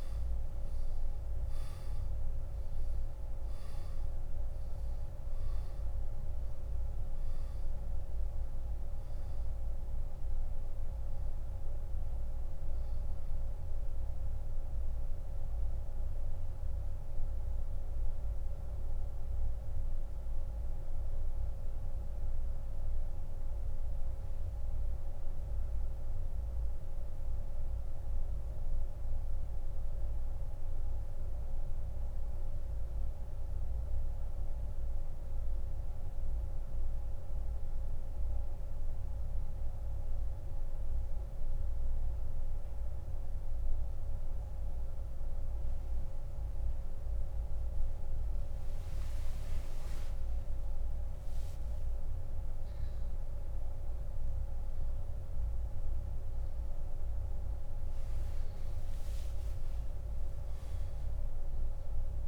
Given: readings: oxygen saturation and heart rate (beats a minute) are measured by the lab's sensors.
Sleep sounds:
breathing in sleep, hard to hear, by a room microphone; 1
0.00-14.50 s: oxygen desaturation (device-marked, oxygen 93% lowest)
16.50-47.00 s: central apnea (oxygen 98% before, 87% lowest)
30.50-48.50 s: oxygen desaturation (device-marked, oxygen 93% before, 87% lowest)
49.50-54.00 s: arousal
From the record:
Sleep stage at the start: N2 (light sleep); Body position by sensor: on the back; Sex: male

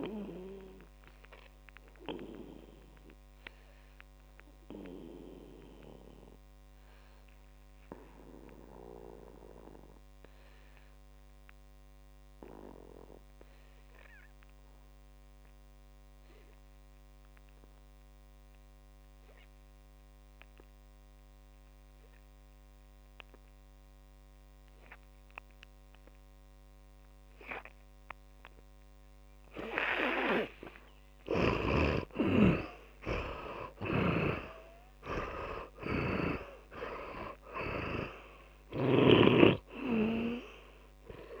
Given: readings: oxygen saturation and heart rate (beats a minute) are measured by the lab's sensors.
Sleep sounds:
breathing in sleep by a microphone on the trachea; 1
0.00-10.50 s: oxygen desaturation (device-marked, oxygen 91% lowest, heart rate 54 extreme)
0.50-30.00 s: obstructive apnea (oxygen 100% before, 82% lowest, heart rate 62 before, 54 extreme, up 20 after)
31.00-35.00 s: arousal
31.50-39.50 s: snoring (device-marked)
31.50-41.40 s: oxygen desaturation (device-marked, oxygen 99% before, 82% lowest, heart rate 59 before, 49 extreme)
From the record:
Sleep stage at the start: N2 (light sleep); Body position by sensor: on the back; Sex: male

